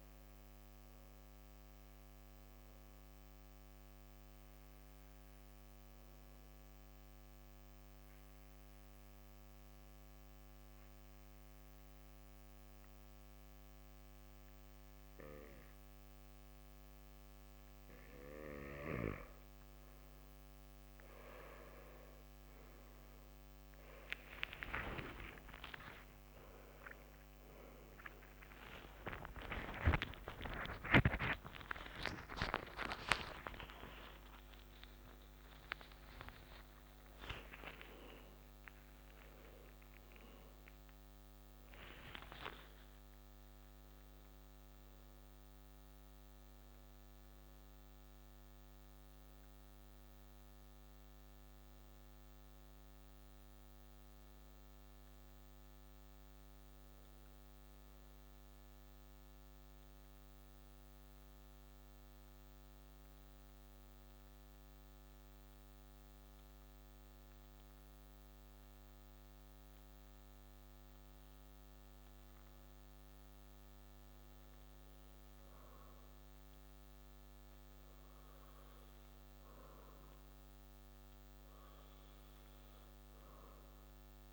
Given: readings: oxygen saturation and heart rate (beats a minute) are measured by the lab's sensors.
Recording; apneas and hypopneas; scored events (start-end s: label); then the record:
breathing in sleep by a microphone on the trachea; 2
1.00-18.50 s: obstructive apnea (oxygen 96% before, 93% lowest, heart rate 188 before, 129 extreme, up 29 after)
25.50-32.00 s: arousal
25.50-38.50 s: oxygen desaturation (device-marked, oxygen 97% before, 93% lowest, heart rate 173 before, 125 extreme)
36.50-66.50 s: new sleep stage, N1 (lightest sleep)
63.50-74.50 s: hypopnea (oxygen 98% before, 94% lowest, heart rate 145 before, 33 extreme)
66.50-84.33 s: new sleep stage, N2 (light sleep)
76.00-80.50 s: arousal
From the record:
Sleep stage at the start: N2 (light sleep); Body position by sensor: on the back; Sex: male